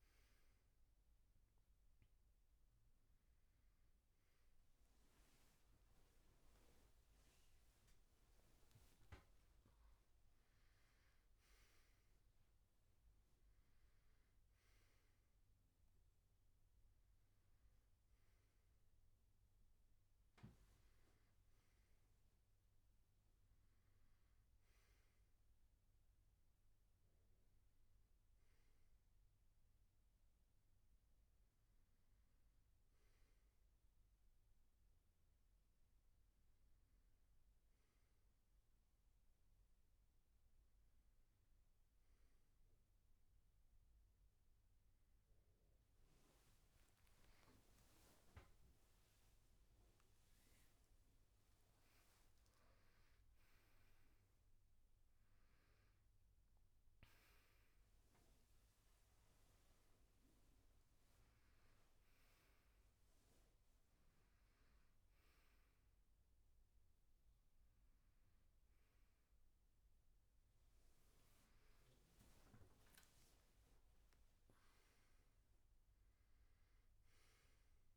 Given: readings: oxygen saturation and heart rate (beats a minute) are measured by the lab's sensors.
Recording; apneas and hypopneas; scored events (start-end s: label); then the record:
a person partly awake in a sleep study, hard to hear, by a room microphone; none
4.00-8.00 s: arousal
54.00-77.97 s: new sleep stage, awake
From the record:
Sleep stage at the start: N1 (lightest sleep); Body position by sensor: on the back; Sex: male